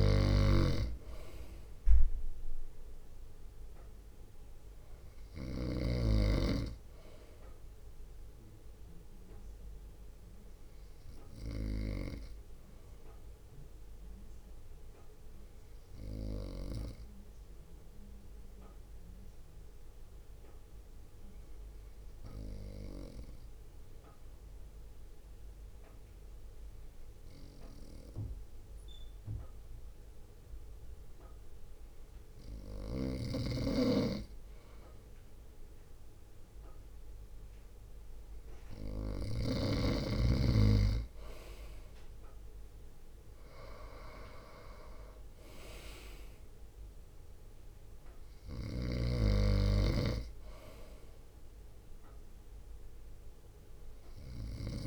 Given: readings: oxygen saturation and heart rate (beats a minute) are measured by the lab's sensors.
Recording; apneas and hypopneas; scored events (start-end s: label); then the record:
breathing in sleep by a room microphone; 1
0.00-1.00 s: arousal
0.00-10.50 s: drop in pulse transit time (device-marked, heart rate 49 extreme)
12.00-33.00 s: obstructive apnea (oxygen 97% before, 94% lowest, heart rate 55 before, 48 extreme, up 0 after)
36.00-39.50 s: arousal
43.50-54.87 s: drop in pulse transit time (device-marked, heart rate 55 before, 48 extreme)
48.50-54.87 s: snoring (device-marked)
From the record:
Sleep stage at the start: N2 (light sleep); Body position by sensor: on the front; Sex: male